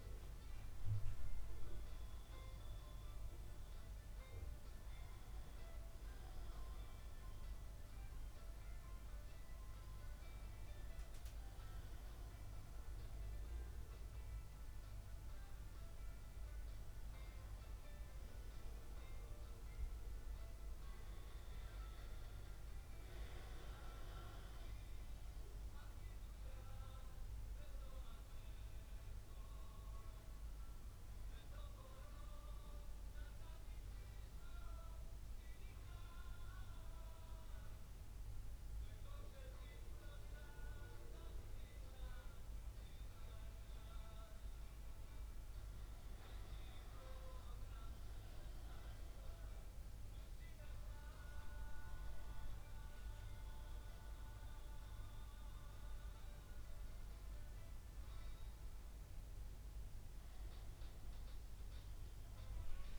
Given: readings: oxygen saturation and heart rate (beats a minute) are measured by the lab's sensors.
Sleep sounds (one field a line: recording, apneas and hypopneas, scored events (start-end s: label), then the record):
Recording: breathing in sleep, hard to hear, by a room microphone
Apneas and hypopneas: 1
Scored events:
0.00-13.00 s: oxygen desaturation (device-marked, oxygen 95% lowest, heart rate 65 extreme)
15.00-62.99 s: new sleep stage, N2 (light sleep)
34.00-45.00 s: central apnea (oxygen 98% before, 95% lowest, heart rate 66 before, 64 extreme, up 0 after)
45.50-50.00 s: arousal
55.00-62.99 s: oxygen desaturation (device-marked, oxygen 98% before, 95% lowest, heart rate 65 before, 64 extreme)
From the record:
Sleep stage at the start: N1 (lightest sleep)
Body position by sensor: on the back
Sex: male